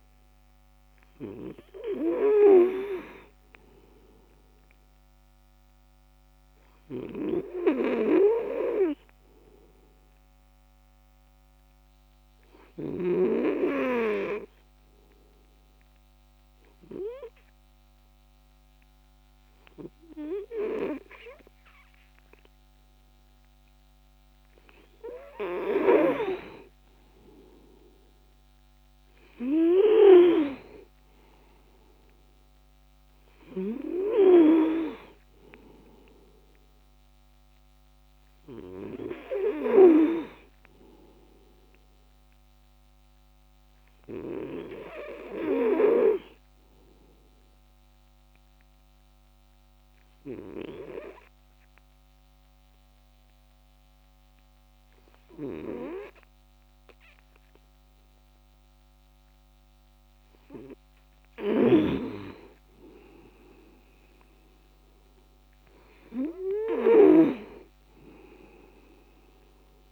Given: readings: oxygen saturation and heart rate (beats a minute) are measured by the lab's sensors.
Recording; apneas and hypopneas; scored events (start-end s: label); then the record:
breathing in sleep by a microphone on the trachea; 2
5.00-24.00 s: obstructive apnea (oxygen 96% before, 94% lowest, heart rate 64 before, 63 extreme, up 6 after)
27.00-30.00 s: arousal
47.00-60.00 s: obstructive apnea (oxygen 97% before, 94% lowest, heart rate 70 before, 59 extreme, up 4 after)
62.00-65.00 s: arousal
From the record:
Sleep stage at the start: N2 (light sleep); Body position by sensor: on the back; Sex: male